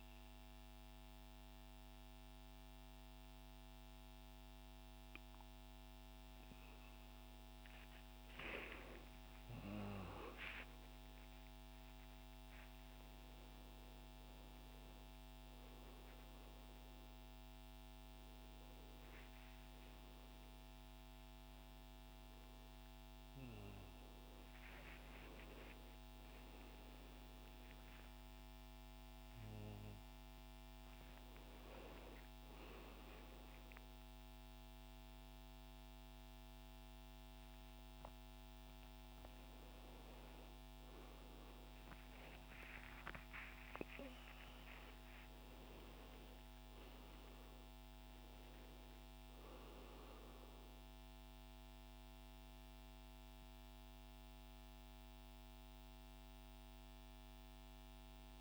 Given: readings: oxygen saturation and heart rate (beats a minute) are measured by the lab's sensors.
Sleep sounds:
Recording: a person awake in a sleep study, by a microphone on the trachea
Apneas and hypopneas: none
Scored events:
30.00-58.41 s: new sleep stage, N2 (light sleep)
From the record:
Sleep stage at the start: awake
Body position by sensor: on the right side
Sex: male

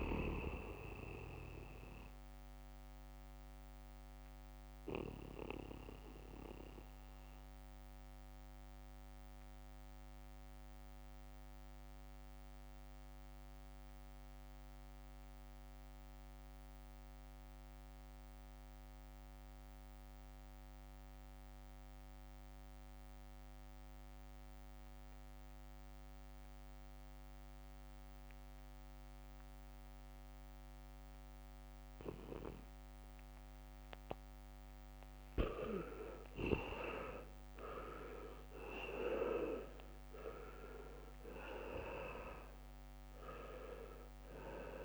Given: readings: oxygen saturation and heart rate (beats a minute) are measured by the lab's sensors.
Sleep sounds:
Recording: breathing in sleep by a microphone on the trachea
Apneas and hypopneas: 1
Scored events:
0.00-18.00 s: oxygen desaturation (device-marked, oxygen 80% lowest, heart rate 62 extreme)
2.50-35.00 s: mixed apnea (oxygen 99% before, 78% lowest, heart rate 66 before, 62 extreme, up 4 after)
28.50-30.50 s: leg movement (device-marked)
29.00-44.85 s: oxygen desaturation (device-marked, oxygen 99% before, 78% lowest, heart rate 70 before, 62 extreme)
37.50-42.00 s: arousal
From the record:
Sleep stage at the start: N2 (light sleep)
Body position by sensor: on the back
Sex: male

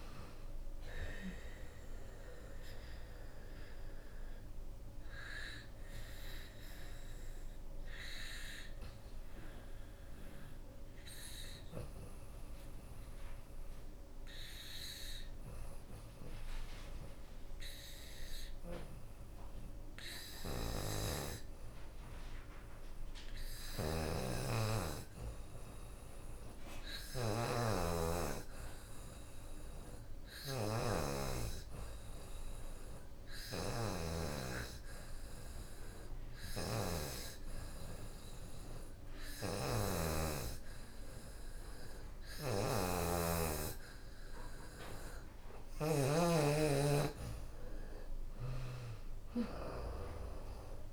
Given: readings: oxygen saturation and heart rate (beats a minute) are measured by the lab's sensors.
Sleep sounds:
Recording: breathing in sleep by a room microphone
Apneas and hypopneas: 1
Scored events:
0.00-6.50 s: drop in pulse transit time (device-marked, heart rate 79 extreme)
0.00-6.50 s: oxygen desaturation (device-marked, oxygen 86% lowest, heart rate 68 extreme)
4.00-43.50 s: obstructive apnea (oxygen 92% before, 85% lowest, heart rate 81 before, 68 extreme, up 15 after)
31.50-50.93 s: oxygen desaturation (device-marked, oxygen 96% before, 85% lowest, heart rate 70 before, 68 extreme)
44.50-50.93 s: drop in pulse transit time (device-marked, heart rate 73 before, 79 extreme)
45.50-50.00 s: arousal
From the record:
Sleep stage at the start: N2 (light sleep)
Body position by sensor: on the back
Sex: female

